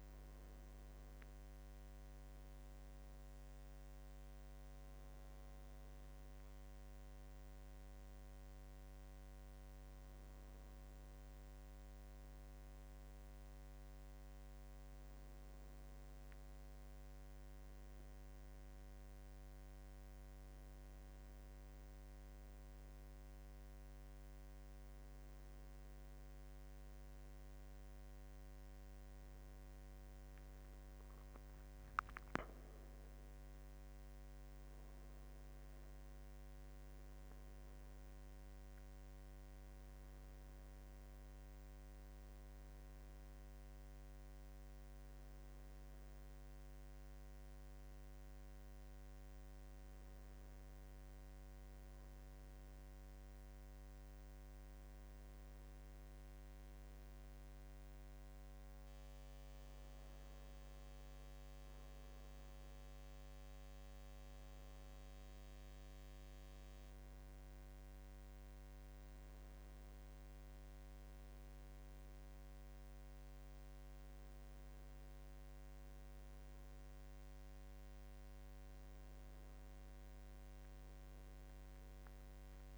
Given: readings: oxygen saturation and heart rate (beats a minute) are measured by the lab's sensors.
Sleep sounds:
breathing in sleep, hard to hear, by a microphone on the trachea; none
none scored
From the record:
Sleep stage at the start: N1 (lightest sleep); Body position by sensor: on the right side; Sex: male

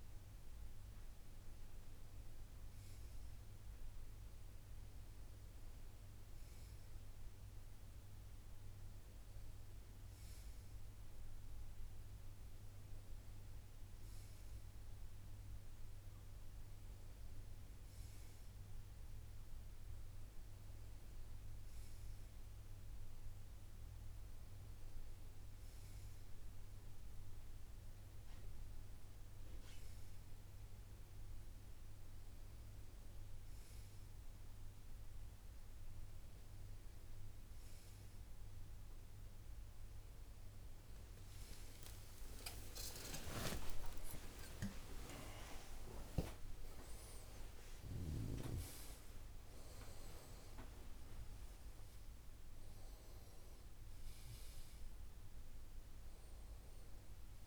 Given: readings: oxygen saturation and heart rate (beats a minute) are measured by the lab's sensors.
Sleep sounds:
a person partly awake in a sleep study, by a room microphone; none
39.50-57.47 s: new sleep stage, awake
From the record:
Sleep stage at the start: N2 (light sleep); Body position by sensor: on the right side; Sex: male

